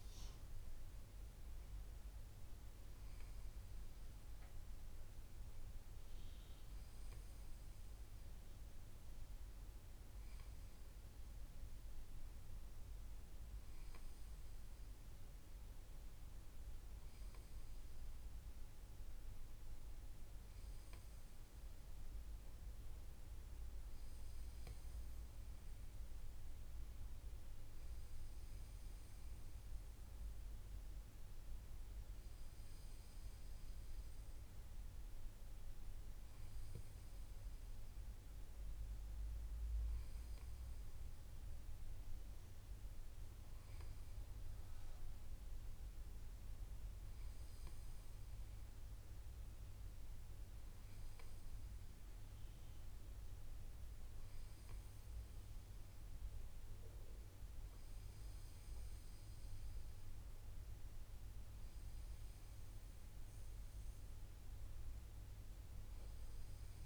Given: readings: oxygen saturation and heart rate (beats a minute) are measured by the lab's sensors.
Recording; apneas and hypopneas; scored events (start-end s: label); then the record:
breathing in sleep, hard to hear, by a room microphone; none
none scored
From the record:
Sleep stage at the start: N2 (light sleep); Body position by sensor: on the back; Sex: male